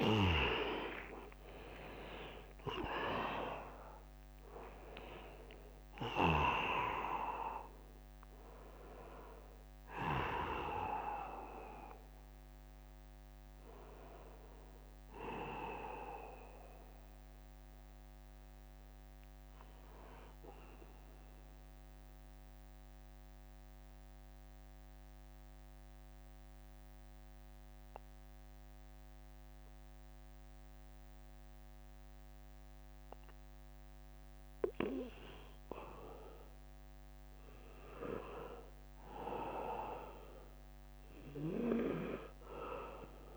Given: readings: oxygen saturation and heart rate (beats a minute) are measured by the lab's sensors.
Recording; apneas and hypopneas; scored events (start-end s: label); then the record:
breathing in sleep by a microphone on the trachea; 1
0.00-12.50 s: drop in pulse transit time (device-marked, heart rate 81 extreme)
0.00-23.50 s: oxygen desaturation (device-marked, oxygen 83% lowest, heart rate 76 extreme)
21.00-34.50 s: central apnea (oxygen 98% before, 82% lowest, heart rate 83 before, 64 extreme, up 8 after)
37.00-41.00 s: arousal
From the record:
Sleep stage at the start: N2 (light sleep); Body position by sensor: on the back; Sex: male